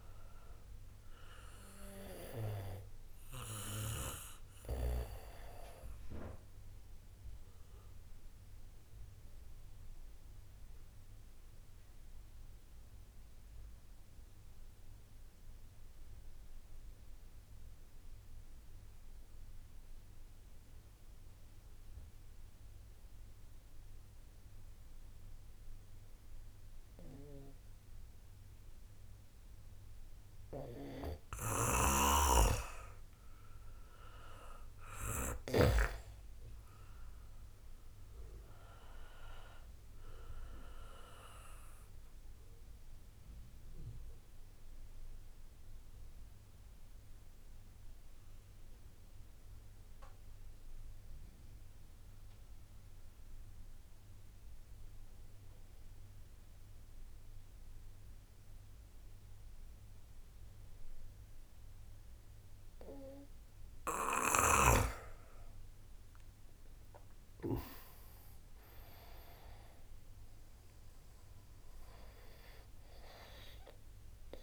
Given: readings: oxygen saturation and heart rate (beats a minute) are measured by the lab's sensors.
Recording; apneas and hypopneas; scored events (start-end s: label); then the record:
breathing in sleep by a room microphone; 2
0.00-16.50 s: oxygen desaturation (device-marked, oxygen 88% lowest, heart rate 59 extreme)
7.50-30.50 s: obstructive apnea (oxygen 97% before, 88% lowest, heart rate 62 before, 61 extreme, up 3 after)
31.50-36.00 s: snoring (device-marked)
31.50-56.50 s: oxygen desaturation (device-marked, oxygen 97% before, 89% lowest, heart rate 67 before, 59 extreme)
36.00-40.50 s: arousal
43.00-63.50 s: obstructive apnea (oxygen 97% before, 89% lowest, heart rate 63 before, 59 extreme, up 12 after)
67.50-74.43 s: new sleep stage, awake
70.50-74.43 s: oxygen desaturation (device-marked, oxygen 96% before, 90% lowest, heart rate 63 before, 62 extreme)
From the record:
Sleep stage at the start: N2 (light sleep); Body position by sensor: on the back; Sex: male